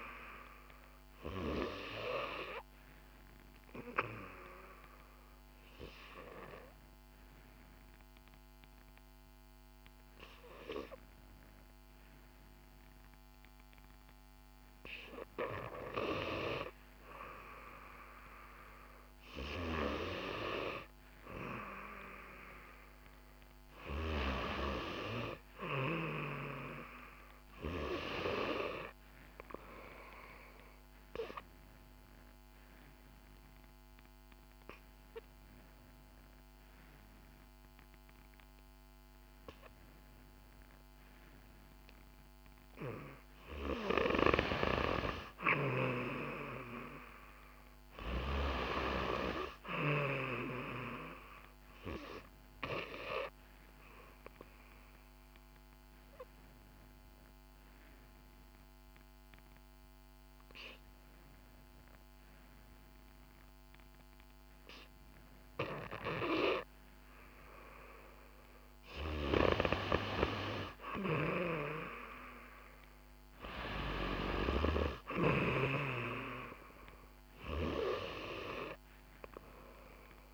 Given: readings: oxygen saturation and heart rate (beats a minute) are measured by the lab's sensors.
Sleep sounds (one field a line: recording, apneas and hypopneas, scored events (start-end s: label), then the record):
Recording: breathing in sleep by a microphone on the trachea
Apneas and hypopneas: 3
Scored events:
4.00-19.00 s: obstructive apnea (oxygen 93% before, 88% lowest, heart rate 65 before, 59 extreme, up 6 after)
10.00-24.00 s: oxygen desaturation (device-marked, oxygen 93% before, 88% lowest, heart rate 65 before, 60 extreme)
23.00-27.00 s: arousal
31.00-42.50 s: obstructive apnea (oxygen 93% before, 88% lowest, heart rate 62 before, 62 extreme, up 3 after)
34.00-51.00 s: oxygen desaturation (device-marked, oxygen 93% before, 89% lowest, heart rate 63 before, 62 extreme)
44.50-48.00 s: arousal
54.00-68.00 s: obstructive apnea (oxygen 93% before, 88% lowest, heart rate 64 before, 54 extreme, up 4 after)
61.00-75.00 s: oxygen desaturation (device-marked, oxygen 93% before, 88% lowest, heart rate 65 before, 54 extreme)
71.00-76.00 s: arousal
From the record:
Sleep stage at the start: N2 (light sleep)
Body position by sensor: on the back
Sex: female